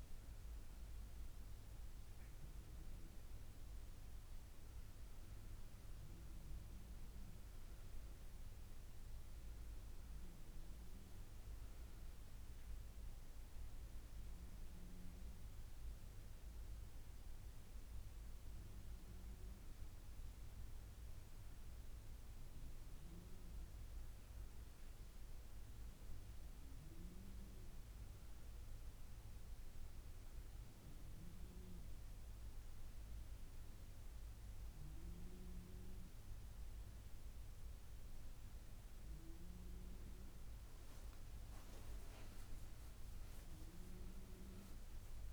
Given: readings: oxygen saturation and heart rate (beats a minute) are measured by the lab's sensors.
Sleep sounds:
breathing in sleep, hard to hear, by a room microphone; none
none scored
From the record:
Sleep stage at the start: N1 (lightest sleep); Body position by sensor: on the back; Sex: female

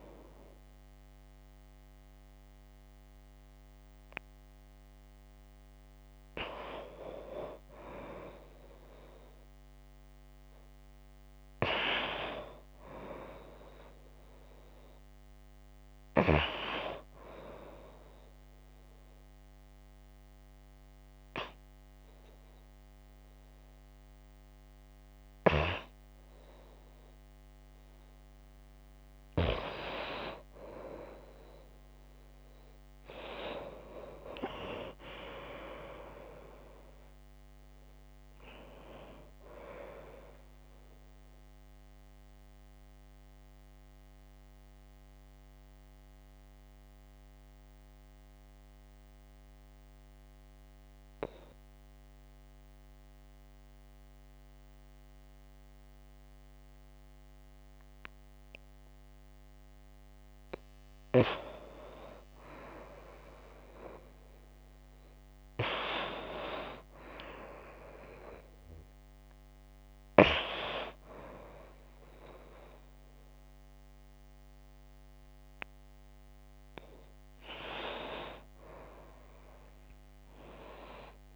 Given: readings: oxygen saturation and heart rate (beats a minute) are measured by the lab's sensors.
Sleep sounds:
breathing in sleep by a microphone on the trachea; 2
17.50-28.50 s: hypopnea (oxygen 93% before, 91% lowest)
31.50-36.00 s: arousal
40.50-59.00 s: obstructive apnea (oxygen 93% before, 91% lowest, heart rate 39 before, 37 extreme, up 34 after)
76.00-81.36 s: new sleep stage, awake
From the record:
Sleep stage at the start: N2 (light sleep); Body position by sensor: on the right side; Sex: female

